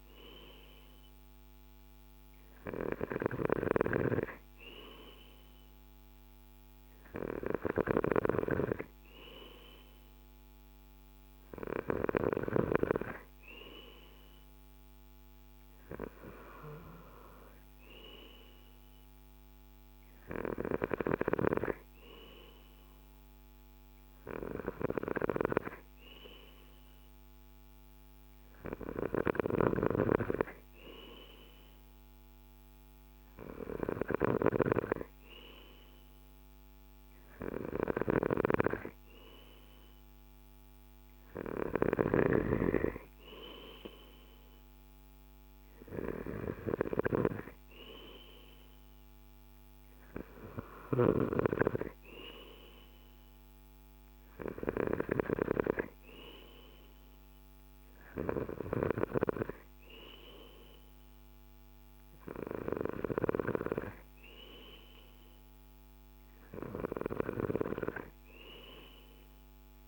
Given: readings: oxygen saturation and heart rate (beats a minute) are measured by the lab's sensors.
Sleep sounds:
breathing in sleep by a microphone on the trachea; none
none scored
From the record:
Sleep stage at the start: N2 (light sleep); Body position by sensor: on the left side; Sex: male

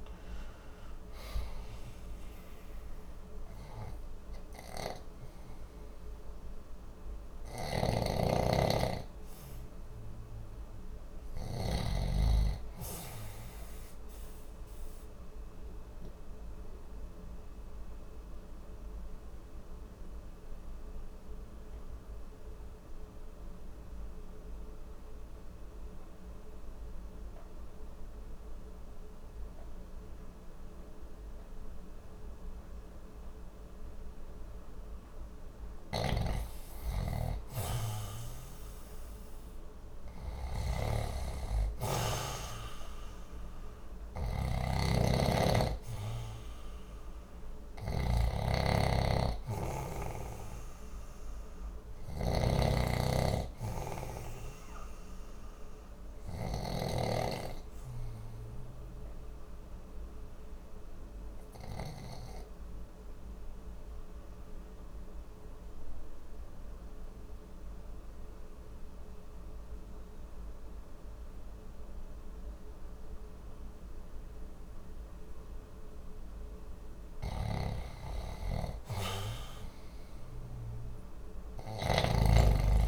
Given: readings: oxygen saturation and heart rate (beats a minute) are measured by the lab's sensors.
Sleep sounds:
breathing in sleep by a room microphone; 2
0.00-23.50 s: oxygen desaturation (device-marked, oxygen 88% lowest, heart rate 59 extreme)
7.00-11.50 s: snoring (device-marked)
14.50-36.00 s: obstructive apnea (oxygen 96% before, 88% lowest, heart rate 64 before, 59 extreme, up 1 after)
35.50-42.00 s: snoring (device-marked)
37.50-41.50 s: arousal
41.50-66.50 s: oxygen desaturation (device-marked, oxygen 95% before, 88% lowest, heart rate 60 before, 59 extreme)
44.00-56.50 s: snoring (device-marked)
57.50-76.50 s: obstructive apnea (oxygen 96% before, 88% lowest, heart rate 61 before, 60 extreme, up 0 after)
77.00-82.00 s: snoring (device-marked)
81.00-82.88 s: arousal
From the record:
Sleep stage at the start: N2 (light sleep); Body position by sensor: on the left side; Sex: male

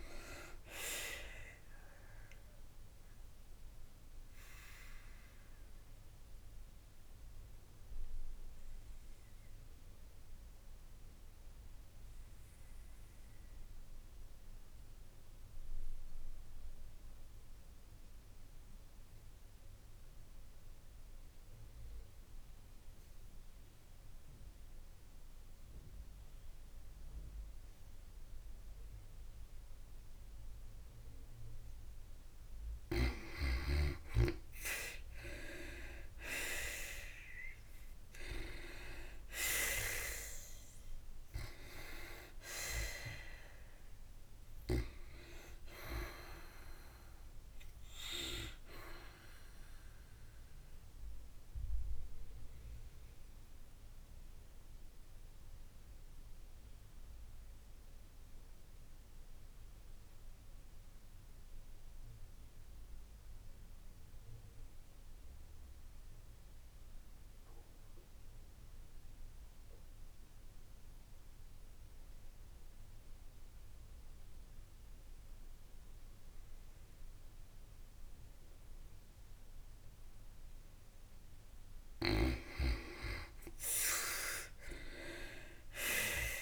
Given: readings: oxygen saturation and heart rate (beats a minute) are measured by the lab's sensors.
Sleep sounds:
breathing in sleep by a room microphone; 2
0.00-3.00 s: oxygen desaturation (device-marked, oxygen 90% lowest, heart rate 53 extreme)
4.00-32.00 s: obstructive apnea (oxygen 95% before, 88% lowest, heart rate 72 before, 53 extreme, up 12 after)
33.00-37.00 s: arousal
39.00-42.00 s: oxygen desaturation (device-marked, oxygen 95% before, 89% lowest, heart rate 58 before, 79 extreme)
50.50-80.00 s: obstructive apnea (oxygen 96% before, 85% lowest, heart rate 73 before, 55 extreme, up 56 after)
73.00-83.00 s: oxygen desaturation (device-marked, oxygen 95% before, 88% lowest, heart rate 95 before, 87 extreme)
83.50-86.42 s: arousal
From the record:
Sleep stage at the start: N2 (light sleep); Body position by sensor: on the back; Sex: female

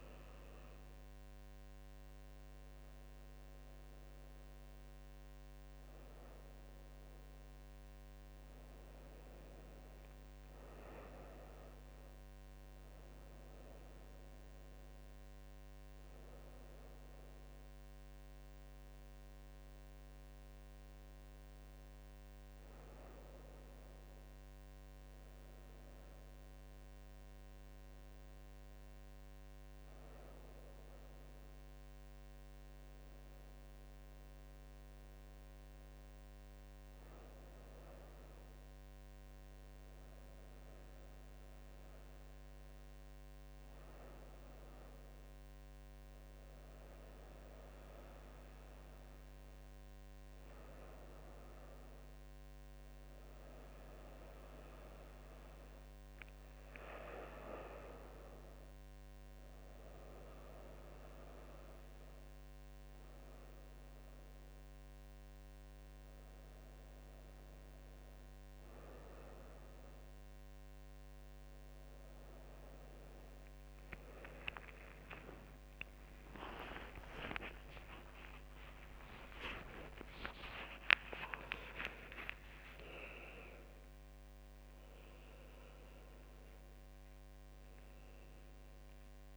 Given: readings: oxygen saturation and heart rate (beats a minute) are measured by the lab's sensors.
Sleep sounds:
breathing in sleep by a microphone on the trachea; none
73.50-87.50 s: tachycardia (device-marked, heart rate 80 before, 179 extreme)
74.50-79.50 s: arousal
78.50-80.50 s: long interval between heartbeats (device-marked, heart rate 87 before, 140 extreme)
78.50-89.37 s: drop in pulse transit time (device-marked, heart rate 87 before, 93 extreme)
81.00-83.00 s: long interval between heartbeats (device-marked, heart rate 94 before, 176 extreme)
From the record:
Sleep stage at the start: N1 (lightest sleep); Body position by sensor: on the back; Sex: female

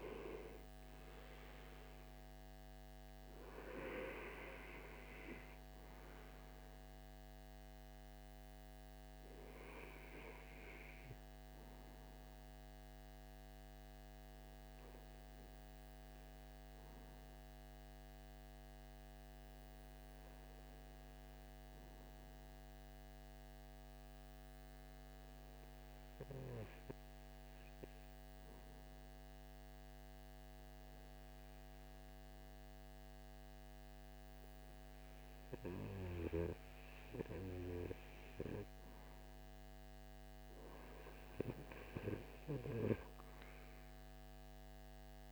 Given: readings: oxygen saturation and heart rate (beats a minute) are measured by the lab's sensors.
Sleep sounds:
breathing in sleep by a microphone on the trachea; 1
2.50-25.50 s: oxygen desaturation (device-marked, oxygen 97% before, 93% lowest)
18.50-39.00 s: obstructive apnea (oxygen 97% before, 93% lowest)
42.00-45.32 s: arousal
From the record:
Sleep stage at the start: REM sleep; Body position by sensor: on the front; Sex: male

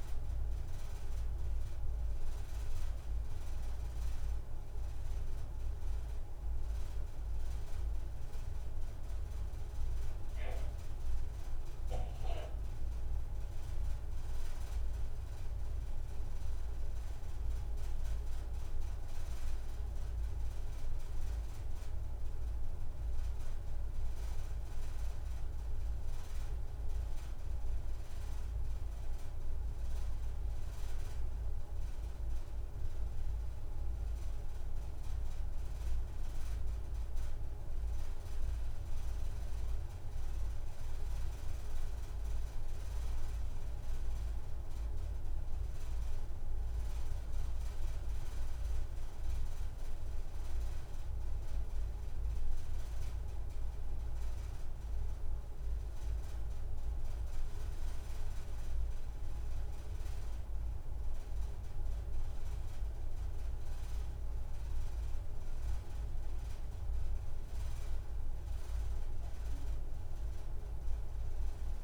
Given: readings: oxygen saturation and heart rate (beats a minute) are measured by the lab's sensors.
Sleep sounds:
breathing in sleep, hard to hear, by a room microphone; none
19.00-21.00 s: long interval between heartbeats (device-marked)
24.50-26.50 s: long interval between heartbeats (device-marked)
29.00-31.00 s: long interval between heartbeats (device-marked)
32.50-34.50 s: long interval between heartbeats (device-marked)
36.50-38.50 s: long interval between heartbeats (device-marked, heart rate 43 before, 117 extreme)
39.50-41.50 s: long interval between heartbeats (device-marked, heart rate 61 before, 135 extreme)
43.00-45.00 s: long interval between heartbeats (device-marked, heart rate 84 before, 128 extreme)
46.00-48.00 s: long interval between heartbeats (device-marked, heart rate 96 before, 140 extreme)
50.00-52.00 s: long interval between heartbeats (device-marked, heart rate 117 before, 158 extreme)
52.00-54.00 s: long interval between heartbeats (device-marked, heart rate 129 before, 160 extreme)
54.00-56.00 s: long interval between heartbeats (device-marked, heart rate 139 before, 169 extreme)
59.50-61.50 s: long interval between heartbeats (device-marked, heart rate 153 before, 177 extreme)
62.50-64.50 s: long interval between heartbeats (device-marked, heart rate 158 before, 154 extreme)
65.00-67.00 s: long interval between heartbeats (device-marked, heart rate 161 before, 113 extreme)
70.50-71.84 s: long interval between heartbeats (device-marked, heart rate 150 before, 79 extreme)
From the record:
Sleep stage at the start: N2 (light sleep); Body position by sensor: on the right side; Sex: female

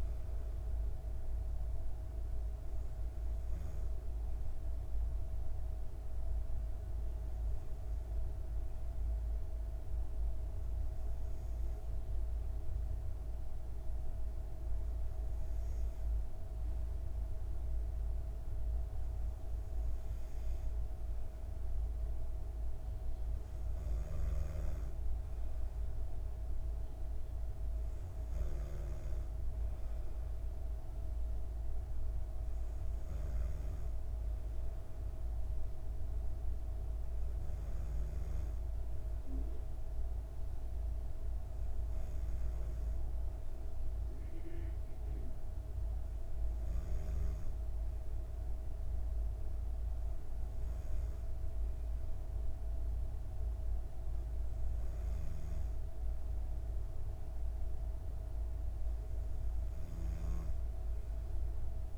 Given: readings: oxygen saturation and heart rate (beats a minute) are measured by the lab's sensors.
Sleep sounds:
breathing in sleep, hard to hear, by a room microphone; none
none scored
From the record:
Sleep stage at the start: N2 (light sleep); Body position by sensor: on the back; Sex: female

